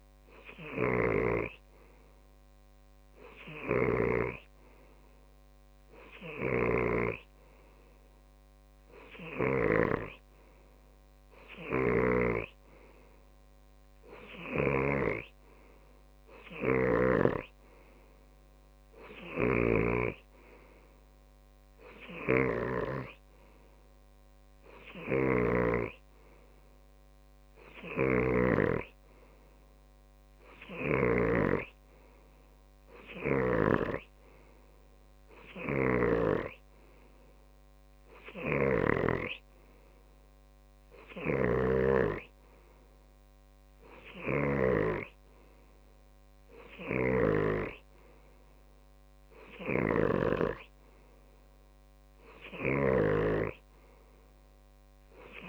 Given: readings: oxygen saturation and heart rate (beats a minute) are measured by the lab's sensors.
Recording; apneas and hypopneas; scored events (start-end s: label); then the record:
breathing in sleep by a microphone on the trachea; none
4.00-10.50 s: snoring (device-marked)
20.00-26.50 s: snoring (device-marked)
28.50-32.00 s: snoring (device-marked)
34.00-45.50 s: snoring (device-marked)
47.50-51.00 s: snoring (device-marked)
53.00-55.49 s: snoring (device-marked)
From the record:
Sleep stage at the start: N2 (light sleep); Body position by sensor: on the left side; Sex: male